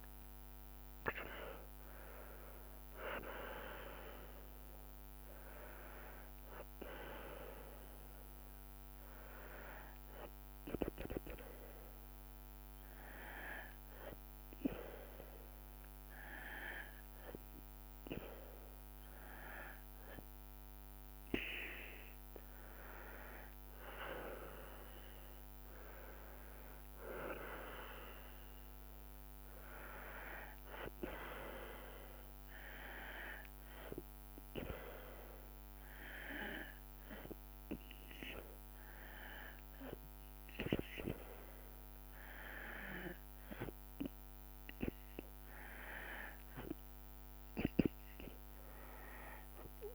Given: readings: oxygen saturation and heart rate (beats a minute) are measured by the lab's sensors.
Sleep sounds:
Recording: breathing in sleep by a microphone on the trachea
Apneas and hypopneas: 1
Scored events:
0.00-8.50 s: drop in pulse transit time (device-marked, heart rate 73 extreme)
11.50-23.50 s: hypopnea (oxygen 95% before, 93% lowest, heart rate 75 before, 66 extreme, up 10 after)
26.00-29.50 s: arousal
28.50-40.50 s: oxygen desaturation (device-marked, oxygen 97% before, 93% lowest, heart rate 71 before, 62 extreme)
From the record:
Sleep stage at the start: N2 (light sleep)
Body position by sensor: on the back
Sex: female

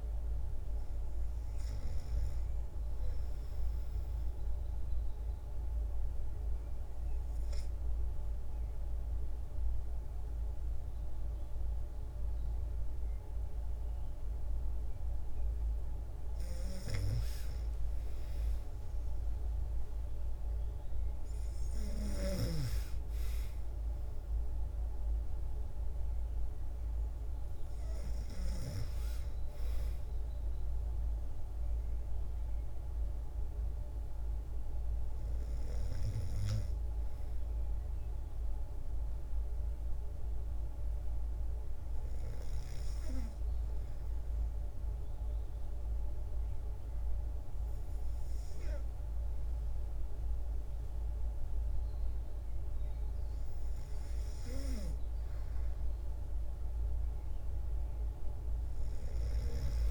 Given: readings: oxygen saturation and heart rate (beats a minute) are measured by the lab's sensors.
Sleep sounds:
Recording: breathing in sleep, hard to hear, by a room microphone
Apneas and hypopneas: 2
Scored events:
4.00-15.50 s: obstructive apnea (oxygen 97% before, 92% lowest, heart rate 75 before, 52 extreme, up 14 after)
18.00-21.00 s: arousal
21.50-28.00 s: snoring (device-marked)
23.00-40.00 s: oxygen desaturation (device-marked, oxygen 96% before, 92% lowest, heart rate 59 before, 52 extreme)
40.00-53.50 s: hypopnea (oxygen 97% before, 92% lowest, heart rate 62 before, 50 extreme, up 11 after)
From the record:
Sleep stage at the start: N2 (light sleep)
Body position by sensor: on the back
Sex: female

